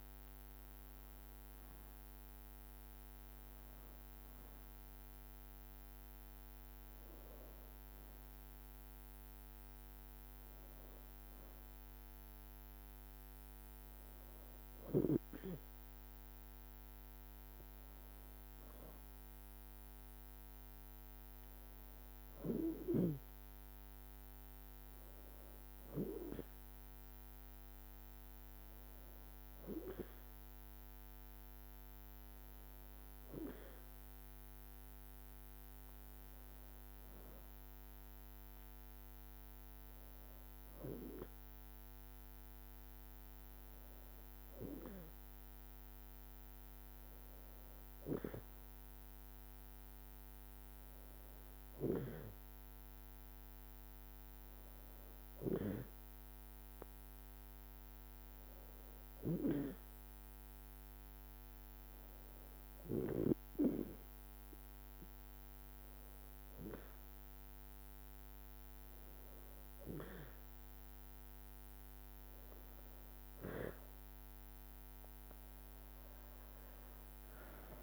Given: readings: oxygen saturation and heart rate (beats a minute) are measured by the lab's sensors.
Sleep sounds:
breathing in sleep by a microphone on the trachea; none
76.00-77.83 s: arousal
From the record:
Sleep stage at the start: N2 (light sleep); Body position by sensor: on the back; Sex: female

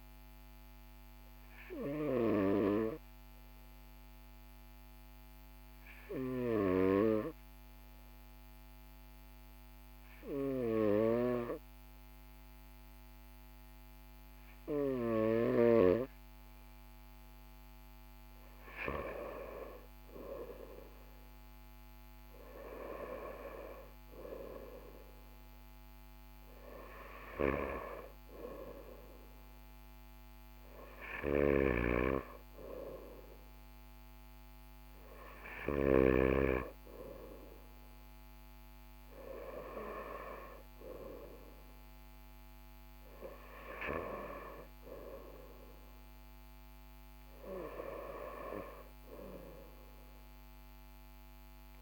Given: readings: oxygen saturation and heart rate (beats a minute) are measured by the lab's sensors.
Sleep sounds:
breathing in sleep by a microphone on the trachea; none
31.00-36.00 s: snoring (device-marked)
From the record:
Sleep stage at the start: N2 (light sleep); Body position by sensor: on the right side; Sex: male

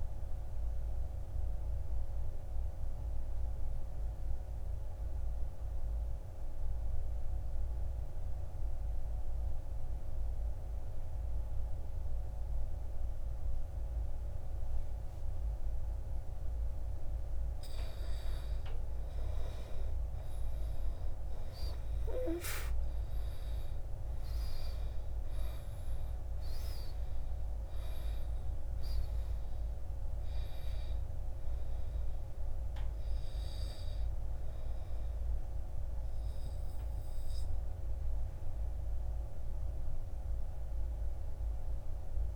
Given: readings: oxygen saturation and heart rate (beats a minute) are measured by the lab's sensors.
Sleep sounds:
breathing in sleep, hard to hear, by a room microphone; 1
0.50-16.50 s: obstructive apnea (oxygen 99% before, 84% lowest, heart rate 53 before, 55 extreme, up 8 after)
3.00-42.36 s: oxygen desaturation (device-marked, oxygen 99% before, 84% lowest, heart rate 55 before, 44 extreme)
18.50-23.00 s: arousal
From the record:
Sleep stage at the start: N2 (light sleep); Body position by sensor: on the back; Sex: male

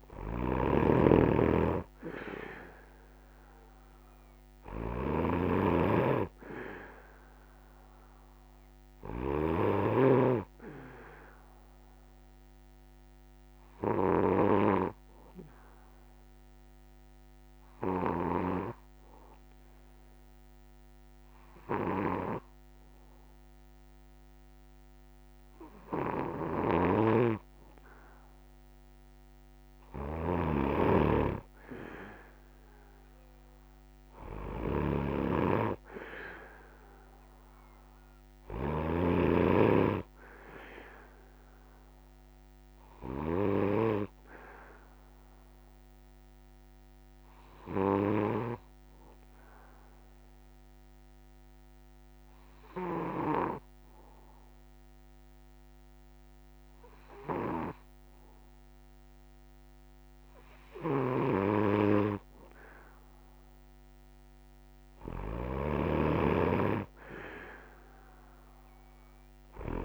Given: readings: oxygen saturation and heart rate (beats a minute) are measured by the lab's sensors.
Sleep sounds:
breathing in sleep by a microphone on the trachea; 2
0.00-43.00 s: snoring (device-marked)
4.50-28.50 s: oxygen desaturation (device-marked, oxygen 96% before, 92% lowest)
13.00-26.00 s: hypopnea (oxygen 96% before, 92% lowest)
44.50-58.50 s: hypopnea (oxygen 97% before, 92% lowest, heart rate 80 before, 51 extreme, up 13 after)
44.50-59.50 s: oxygen desaturation (device-marked, oxygen 96% before, 92% lowest, heart rate 80 before, 51 extreme)
60.50-69.85 s: snoring (device-marked)
From the record:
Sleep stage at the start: N1 (lightest sleep); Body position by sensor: on the back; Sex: male

